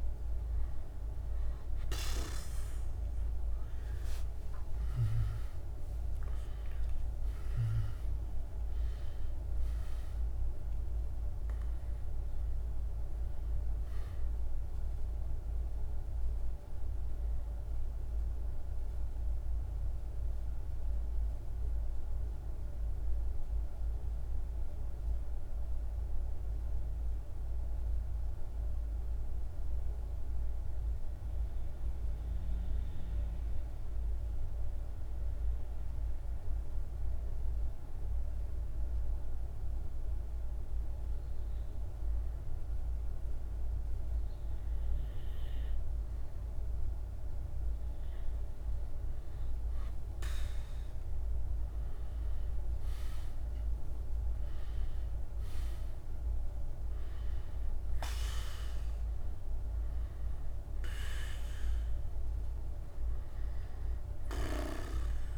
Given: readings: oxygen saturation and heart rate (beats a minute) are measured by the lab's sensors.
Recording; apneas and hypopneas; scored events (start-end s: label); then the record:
breathing in sleep, hard to hear, by a room microphone; 1
0.00-30.00 s: oxygen desaturation (device-marked, oxygen 90% lowest, heart rate 46 extreme)
2.00-7.00 s: arousal
17.00-46.00 s: mixed apnea (oxygen 99% before, 90% lowest, heart rate 55 before, 46 extreme, up 4 after)
41.00-65.38 s: oxygen desaturation (device-marked, oxygen 100% before, 91% lowest, heart rate 48 before, 45 extreme)
49.00-53.50 s: arousal
From the record:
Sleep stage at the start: N2 (light sleep); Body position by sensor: on the back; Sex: male